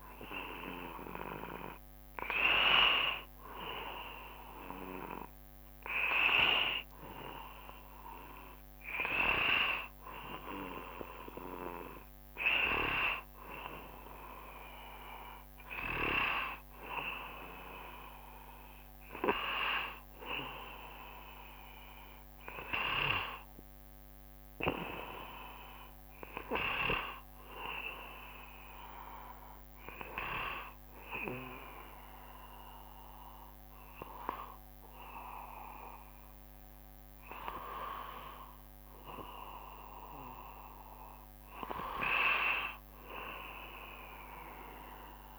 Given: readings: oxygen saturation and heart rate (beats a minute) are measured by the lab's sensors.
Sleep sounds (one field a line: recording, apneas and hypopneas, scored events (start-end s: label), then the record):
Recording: breathing in sleep by a microphone on the trachea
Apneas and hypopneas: none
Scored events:
none scored
From the record:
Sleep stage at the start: N1 (lightest sleep)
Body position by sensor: on the right side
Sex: male